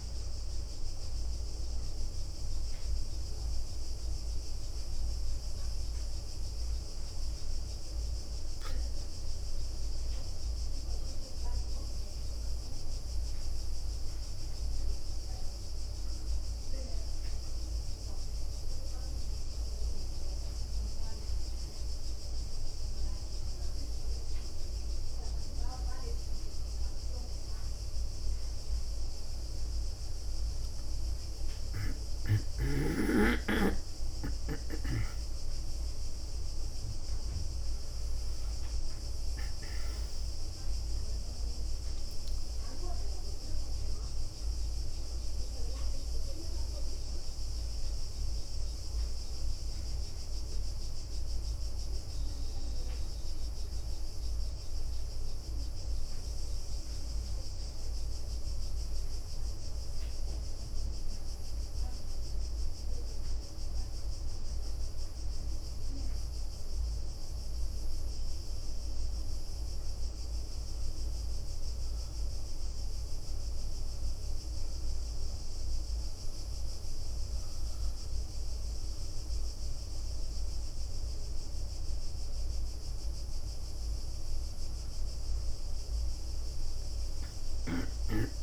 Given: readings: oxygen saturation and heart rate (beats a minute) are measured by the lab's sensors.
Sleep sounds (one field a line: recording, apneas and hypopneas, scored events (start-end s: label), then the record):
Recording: breathing in sleep, hard to hear, by a room microphone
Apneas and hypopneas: 2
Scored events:
3.50-6.00 s: leg movement (device-marked)
8.50-27.50 s: obstructive apnea (oxygen 98% before, 93% lowest, heart rate 70 before, 62 extreme, up 23 after)
32.00-36.00 s: arousal
34.50-36.50 s: long interval between heartbeats (device-marked, heart rate 68 before, 85 extreme)
48.00-81.50 s: obstructive apnea (oxygen 97% before, 92% lowest, heart rate 76 before, 66 extreme, up 6 after)
57.00-65.00 s: leg movement (device-marked)
66.50-71.50 s: leg movement (device-marked)
66.50-88.43 s: oxygen desaturation (device-marked, oxygen 99% before, 92% lowest, heart rate 66 before, 68 extreme)
85.00-88.43 s: arousal
From the record:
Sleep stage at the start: N1 (lightest sleep)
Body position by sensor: on the back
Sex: female